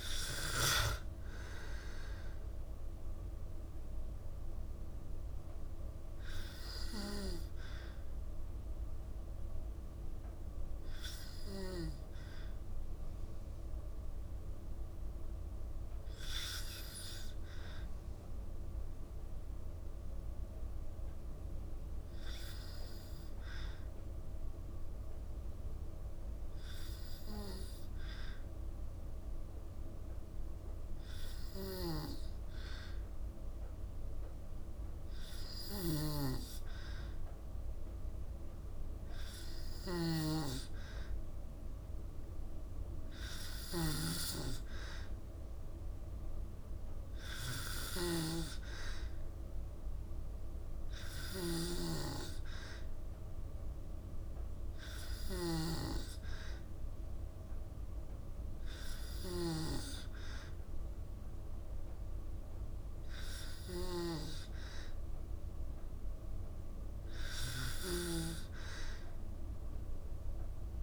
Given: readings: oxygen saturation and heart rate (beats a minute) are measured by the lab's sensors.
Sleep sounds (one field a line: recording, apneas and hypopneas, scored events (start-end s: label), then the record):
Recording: breathing in sleep by a room microphone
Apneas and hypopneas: none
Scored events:
31.00-70.82 s: snoring (device-marked)
From the record:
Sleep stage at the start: N2 (light sleep)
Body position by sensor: on the back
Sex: female